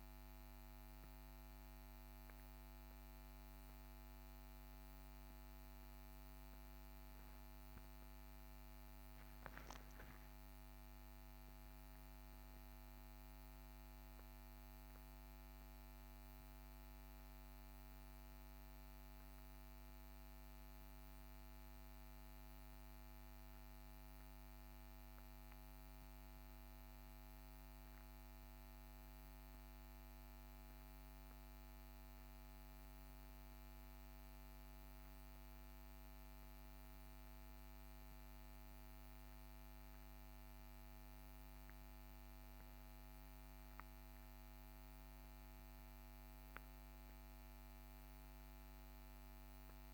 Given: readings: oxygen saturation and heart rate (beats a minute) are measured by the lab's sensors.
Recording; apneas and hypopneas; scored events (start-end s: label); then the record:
a person awake in a sleep study, hard to hear, by a microphone on the trachea; none
36.50-49.94 s: new sleep stage, N1 (lightest sleep)
From the record:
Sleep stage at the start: awake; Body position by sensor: on the back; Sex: male